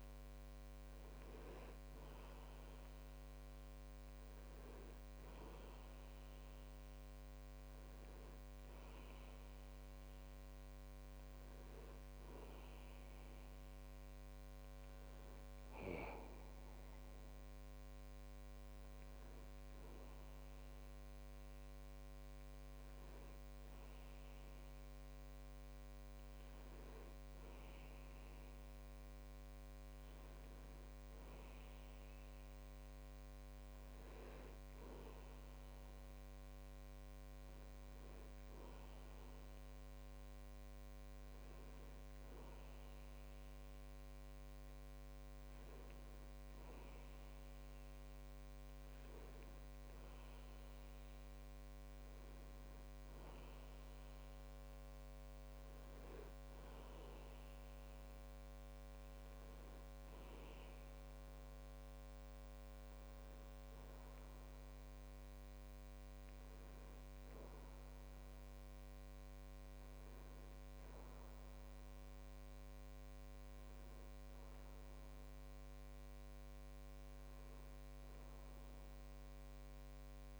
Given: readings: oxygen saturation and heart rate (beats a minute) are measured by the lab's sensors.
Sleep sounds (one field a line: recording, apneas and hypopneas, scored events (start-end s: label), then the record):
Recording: breathing in sleep, hard to hear, by a microphone on the trachea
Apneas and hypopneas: none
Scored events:
none scored
From the record:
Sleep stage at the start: N2 (light sleep)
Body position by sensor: on the back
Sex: male